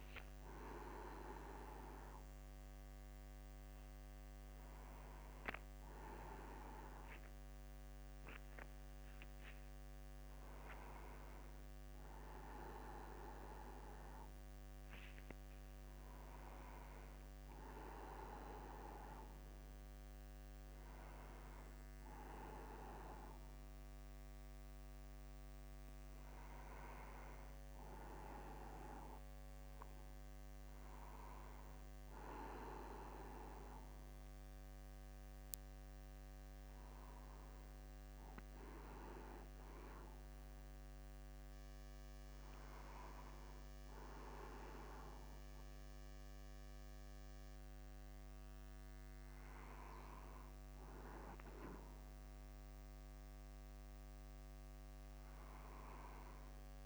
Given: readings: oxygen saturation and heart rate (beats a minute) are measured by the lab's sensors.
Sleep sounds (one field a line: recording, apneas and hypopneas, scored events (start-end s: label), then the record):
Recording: a person awake in a sleep study, by a microphone on the trachea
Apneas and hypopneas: none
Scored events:
26.50-28.50 s: long interval between heartbeats (device-marked, heart rate 53 before, 59 extreme)
From the record:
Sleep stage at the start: awake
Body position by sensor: upright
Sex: male